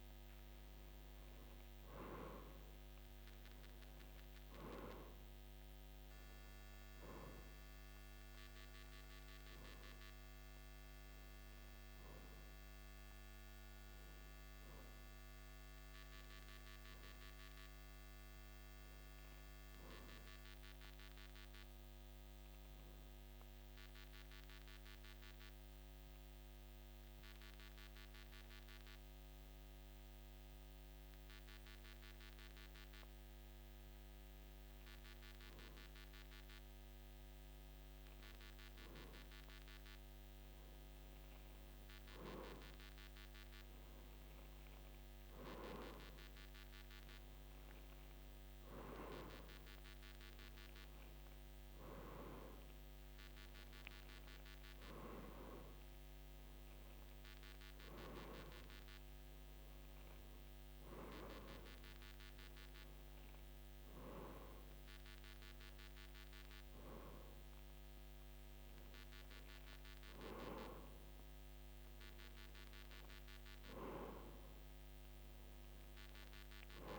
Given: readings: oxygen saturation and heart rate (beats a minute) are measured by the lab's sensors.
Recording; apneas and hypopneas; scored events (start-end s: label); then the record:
breathing in sleep by a microphone on the trachea; 1
0.00-25.50 s: oxygen desaturation (device-marked, oxygen 90% lowest, heart rate 52 extreme)
19.50-38.00 s: hypopnea (oxygen 94% before, 89% lowest, heart rate 55 before, 53 extreme, up 1 after)
41.00-45.50 s: arousal
49.50-76.99 s: oxygen desaturation (device-marked, oxygen 94% before, 89% lowest, heart rate 54 before, 53 extreme)
From the record:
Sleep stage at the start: N1 (lightest sleep); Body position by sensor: on the back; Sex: male